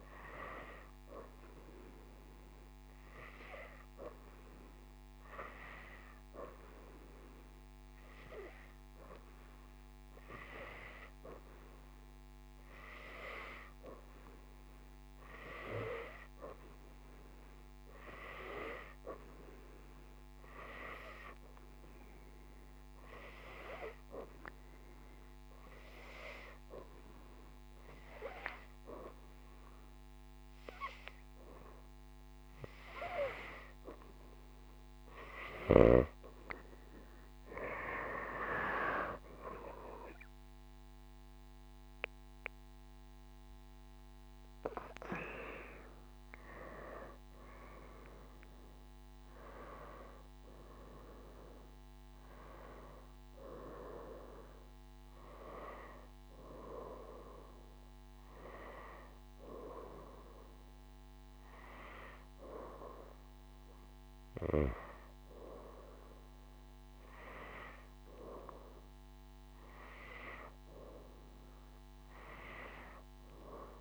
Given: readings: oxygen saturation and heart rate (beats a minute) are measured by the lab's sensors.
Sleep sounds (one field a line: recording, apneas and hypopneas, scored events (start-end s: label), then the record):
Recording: breathing in sleep by a microphone on the trachea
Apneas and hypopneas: 1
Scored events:
0.00-4.00 s: oxygen desaturation (device-marked, oxygen 90% lowest, heart rate 85 extreme)
22.50-34.00 s: hypopnea (oxygen 95% before, 88% lowest, heart rate 85 before, 79 extreme, up 0 after)
36.00-38.50 s: arousal
42.00-47.00 s: oxygen desaturation (device-marked, oxygen 93% before, 88% lowest, heart rate 85 before, 83 extreme)
From the record:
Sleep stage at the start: N2 (light sleep)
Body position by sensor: upright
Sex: female